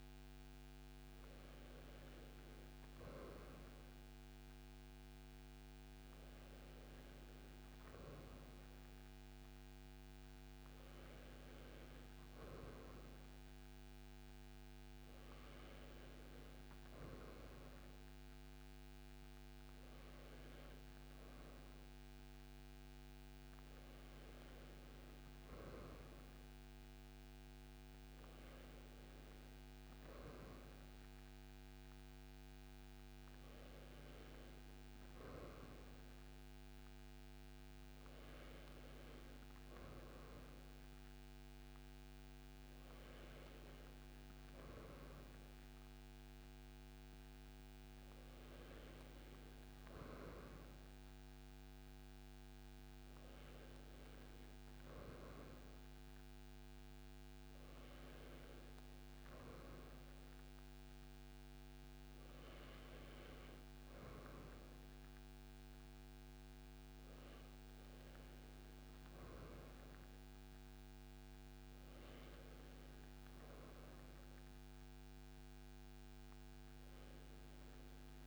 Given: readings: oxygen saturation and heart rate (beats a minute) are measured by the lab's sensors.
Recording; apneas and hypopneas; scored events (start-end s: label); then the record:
breathing in sleep, hard to hear, by a microphone on the trachea; none
none scored
From the record:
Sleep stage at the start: N2 (light sleep); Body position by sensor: on the right side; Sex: male